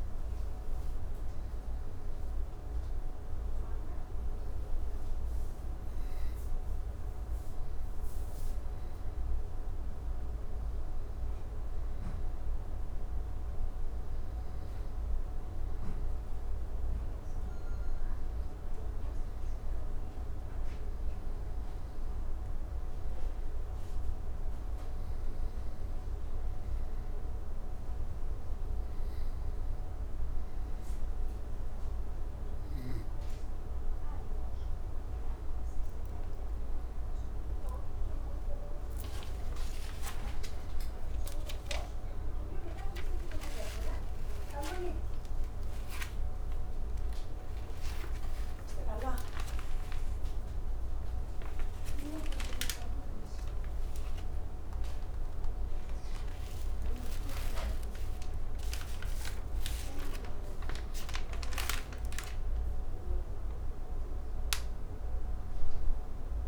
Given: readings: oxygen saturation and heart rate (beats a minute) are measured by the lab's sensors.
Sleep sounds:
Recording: a person partly awake in a sleep study, by a room microphone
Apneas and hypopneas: none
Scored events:
38.00-66.48 s: new sleep stage, awake
From the record:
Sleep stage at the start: N2 (light sleep)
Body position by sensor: on the back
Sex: male

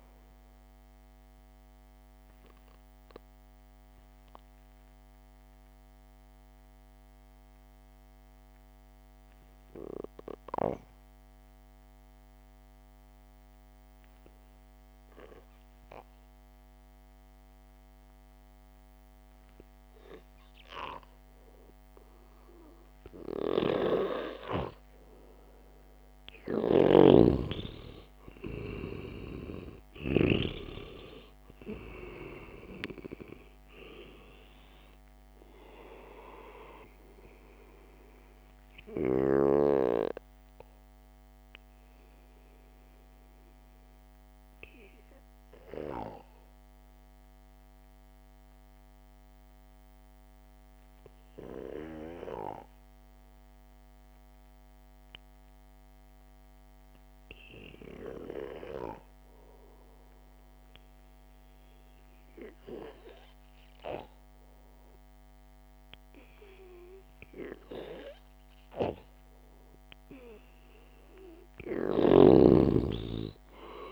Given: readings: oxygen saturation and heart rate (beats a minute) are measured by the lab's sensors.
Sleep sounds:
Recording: breathing in sleep by a microphone on the trachea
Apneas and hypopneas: 2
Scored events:
3.00-24.00 s: mixed apnea (oxygen 96% before, 92% lowest, heart rate 64 before, 49 extreme, up 4 after)
27.00-30.50 s: snoring (device-marked)
28.50-32.50 s: arousal
43.00-67.50 s: mixed apnea (oxygen 98% before, 92% lowest, heart rate 56 before, 51 extreme, up 3 after)
44.00-57.00 s: oxygen desaturation (device-marked, oxygen 95% before, 92% lowest, heart rate 57 before, 51 extreme)
72.00-73.91 s: snoring (device-marked)
From the record:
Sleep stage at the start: N2 (light sleep)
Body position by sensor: on the back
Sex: male

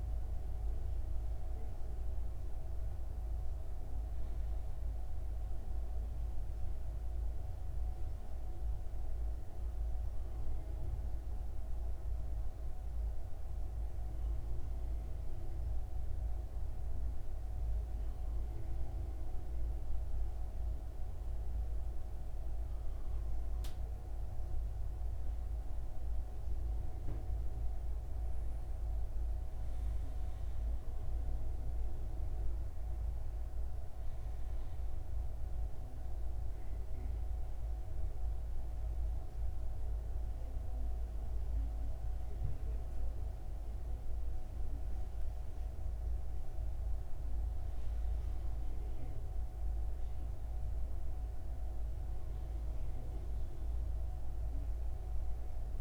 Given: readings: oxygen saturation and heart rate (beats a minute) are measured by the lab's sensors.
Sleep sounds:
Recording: breathing in sleep, hard to hear, by a room microphone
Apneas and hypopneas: 1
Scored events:
7.50-55.81 s: new sleep stage, N2 (light sleep)
12.00-23.50 s: hypopnea (oxygen 97% before, 95% lowest, heart rate 82 before, 74 extreme, up 2 after)
26.00-29.00 s: arousal
From the record:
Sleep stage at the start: N1 (lightest sleep)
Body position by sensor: on the right side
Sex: male

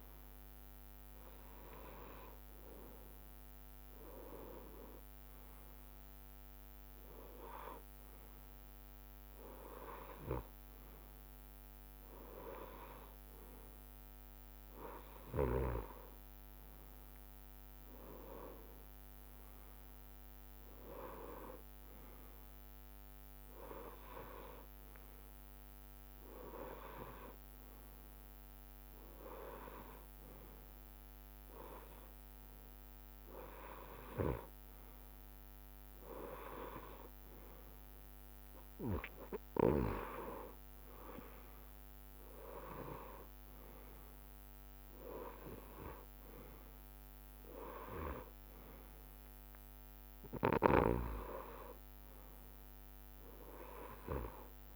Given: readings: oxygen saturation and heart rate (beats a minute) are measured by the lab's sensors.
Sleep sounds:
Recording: breathing in sleep by a microphone on the trachea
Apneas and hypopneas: none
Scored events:
17.00-21.00 s: arousal
From the record:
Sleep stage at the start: N2 (light sleep)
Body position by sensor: on the right side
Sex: male

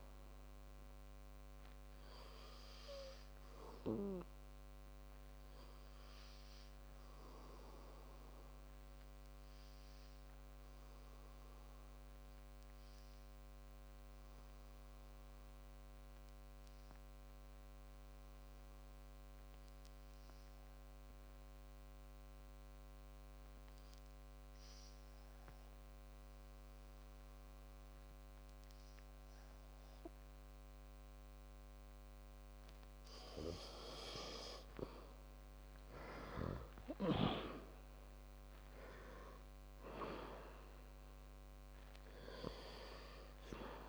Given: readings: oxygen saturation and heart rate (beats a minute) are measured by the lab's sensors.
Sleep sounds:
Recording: breathing in sleep by a microphone on the trachea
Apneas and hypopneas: 1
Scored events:
19.00-32.50 s: obstructive apnea (oxygen 97% before, 93% lowest, heart rate 58 before, 48 extreme, up 14 after)
36.00-39.50 s: arousal
From the record:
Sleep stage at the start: N2 (light sleep)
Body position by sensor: on the back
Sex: male

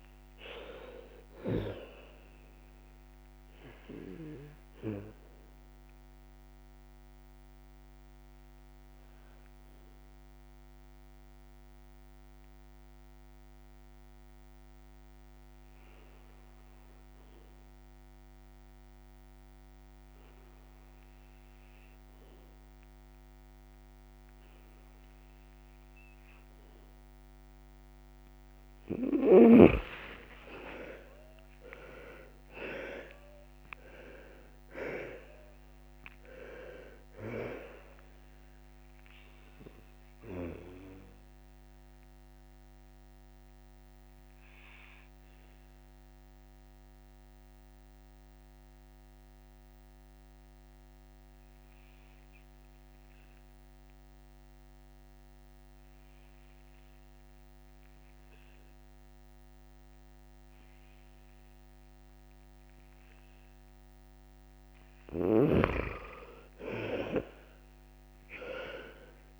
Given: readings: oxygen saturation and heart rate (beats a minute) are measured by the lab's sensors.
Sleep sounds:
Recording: breathing in sleep by a microphone on the trachea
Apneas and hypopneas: 2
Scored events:
3.50-27.00 s: obstructive apnea (oxygen 99% before, 89% lowest, heart rate 67 before, 60 extreme, up 19 after)
9.50-27.50 s: oxygen desaturation (device-marked, oxygen 99% before, 90% lowest, heart rate 69 before, 60 extreme)
29.50-34.00 s: arousal
33.50-63.50 s: oxygen desaturation (device-marked, oxygen 99% before, 89% lowest, heart rate 67 before, 60 extreme)
41.00-65.00 s: obstructive apnea (oxygen 99% before, 86% lowest, heart rate 72 before, 60 extreme, up 9 after)
From the record:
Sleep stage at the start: N2 (light sleep)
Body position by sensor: on the back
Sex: male

